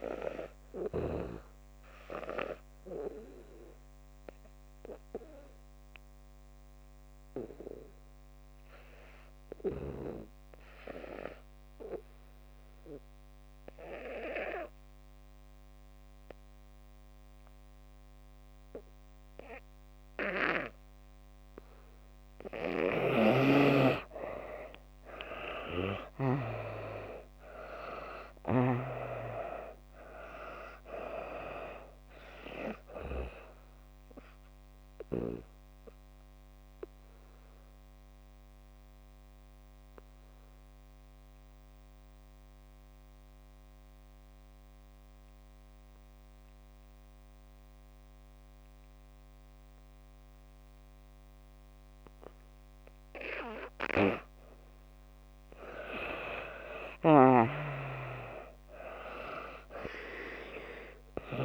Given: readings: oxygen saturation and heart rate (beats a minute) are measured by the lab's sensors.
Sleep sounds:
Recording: breathing in sleep by a microphone on the trachea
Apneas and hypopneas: 2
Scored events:
0.00-19.00 s: oxygen desaturation (device-marked, oxygen 80% lowest)
1.00-22.00 s: obstructive apnea (oxygen 97% before, 76% lowest)
21.00-51.00 s: oxygen desaturation (device-marked, oxygen 95% before, 76% lowest)
25.50-28.50 s: arousal
35.50-54.00 s: obstructive apnea (oxygen 95% before, 73% lowest)
53.00-61.45 s: oxygen desaturation (device-marked, oxygen 96% before, 76% lowest)
56.50-59.50 s: arousal
From the record:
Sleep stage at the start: N2 (light sleep)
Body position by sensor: on the back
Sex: female

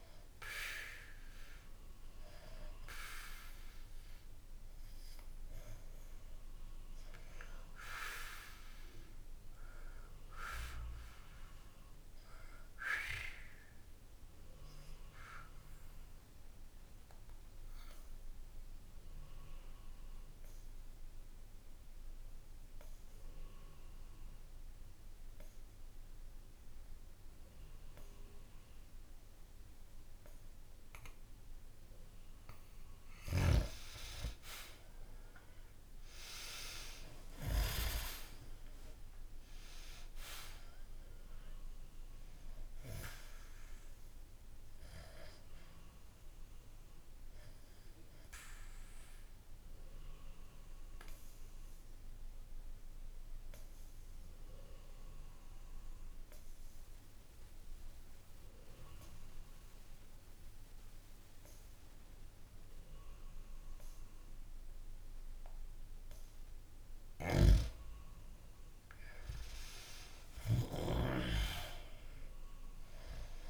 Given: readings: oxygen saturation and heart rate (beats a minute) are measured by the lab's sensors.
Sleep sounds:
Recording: breathing in sleep by a room microphone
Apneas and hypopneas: 2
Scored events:
0.00-13.50 s: oxygen desaturation (device-marked, oxygen 90% lowest, heart rate 62 extreme)
9.00-32.00 s: obstructive apnea (oxygen 98% before, 90% lowest, heart rate 65 before, 62 extreme, up 1 after)
34.00-38.00 s: arousal
36.50-60.50 s: oxygen desaturation (device-marked, oxygen 97% before, 91% lowest, heart rate 65 before, 63 extreme)
45.00-66.00 s: obstructive apnea (oxygen 98% before, 91% lowest, heart rate 64 before, 63 extreme)
68.50-73.50 s: arousal
From the record:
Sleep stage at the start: N2 (light sleep)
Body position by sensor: on the back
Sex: male

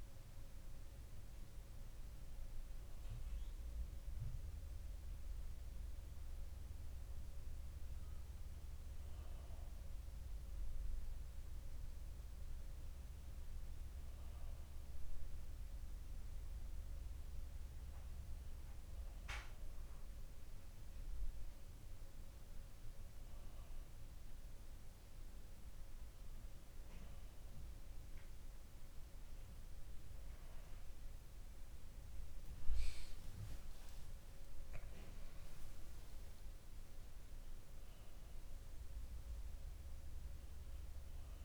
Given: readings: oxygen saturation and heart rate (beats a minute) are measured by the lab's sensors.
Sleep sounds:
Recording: breathing in sleep, hard to hear, by a room microphone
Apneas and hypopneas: none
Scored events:
none scored
From the record:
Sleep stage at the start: N2 (light sleep)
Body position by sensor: on the back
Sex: male

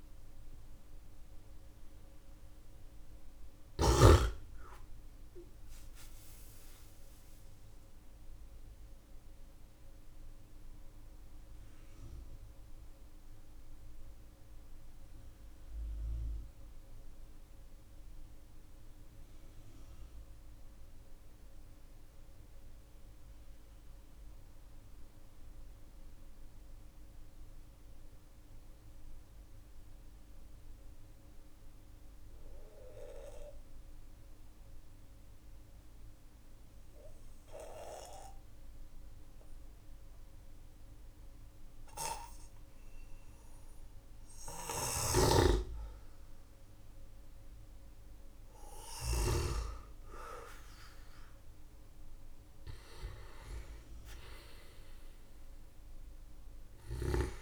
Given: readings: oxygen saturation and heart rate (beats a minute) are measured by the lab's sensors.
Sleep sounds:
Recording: breathing in sleep by a room microphone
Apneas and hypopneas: 1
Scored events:
2.00-5.50 s: arousal
2.00-17.00 s: oxygen desaturation (device-marked, oxygen 97% before, 94% lowest, heart rate 49 before, 40 extreme)
7.00-39.50 s: obstructive apnea (oxygen 98% before, 92% lowest, heart rate 51 before, 40 extreme, up 5 after)
42.50-48.00 s: arousal
44.00-48.50 s: snoring (device-marked)
From the record:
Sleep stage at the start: N2 (light sleep)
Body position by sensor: on the back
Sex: male

